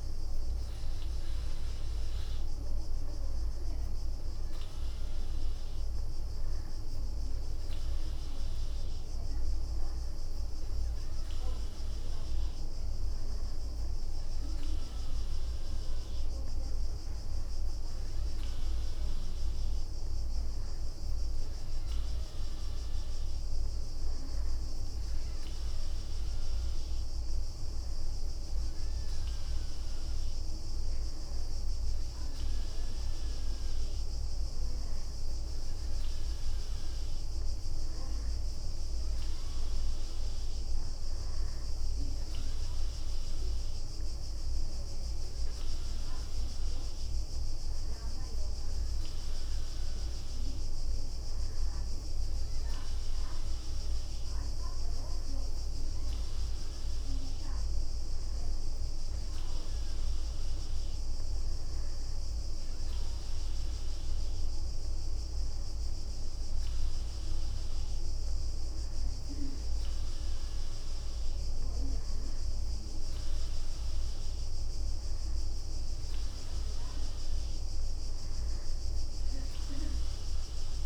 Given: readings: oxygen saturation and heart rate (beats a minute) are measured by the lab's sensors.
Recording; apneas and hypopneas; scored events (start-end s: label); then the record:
breathing in sleep, hard to hear, by a room microphone; none
12.00-15.00 s: leg movement (device-marked)
37.00-40.00 s: leg movement (device-marked)
77.50-80.86 s: leg movement (device-marked)
From the record:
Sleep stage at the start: N2 (light sleep); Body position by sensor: on the front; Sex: female